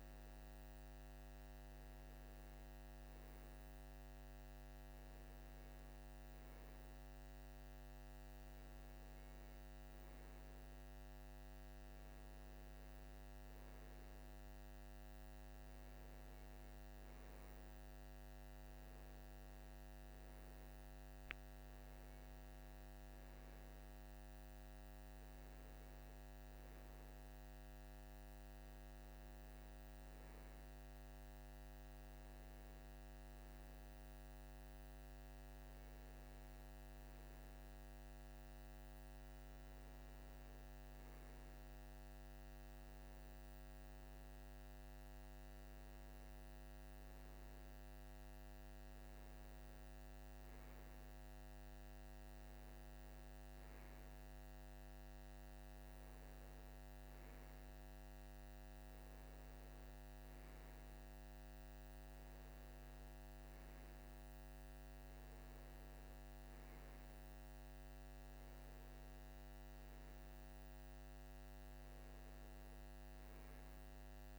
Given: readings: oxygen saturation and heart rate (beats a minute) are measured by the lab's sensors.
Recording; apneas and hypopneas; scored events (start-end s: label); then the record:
breathing in sleep, hard to hear, by a microphone on the trachea; none
none scored
From the record:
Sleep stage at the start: N2 (light sleep); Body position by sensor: on the right side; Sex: male